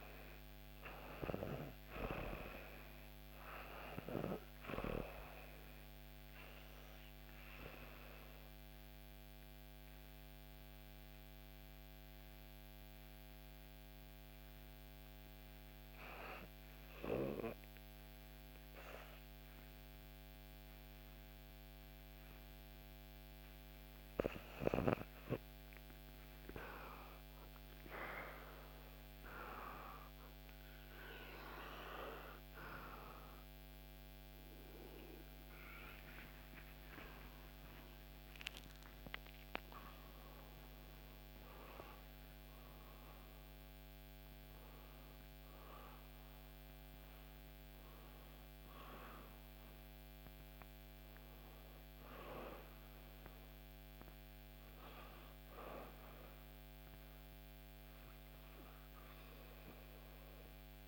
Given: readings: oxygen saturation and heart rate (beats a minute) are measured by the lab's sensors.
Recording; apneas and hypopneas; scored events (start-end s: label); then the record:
breathing in sleep by a microphone on the trachea; 1
0.00-12.00 s: oxygen desaturation (device-marked, oxygen 94% lowest, heart rate 64 extreme)
4.50-21.50 s: hypopnea (oxygen 98% before, 92% lowest, heart rate 65 before, 64 extreme, up 4 after)
25.00-29.50 s: arousal
30.00-41.00 s: oxygen desaturation (device-marked, oxygen 95% before, 92% lowest, heart rate 65 before, 63 extreme)
From the record:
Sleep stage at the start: REM sleep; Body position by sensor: on the back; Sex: female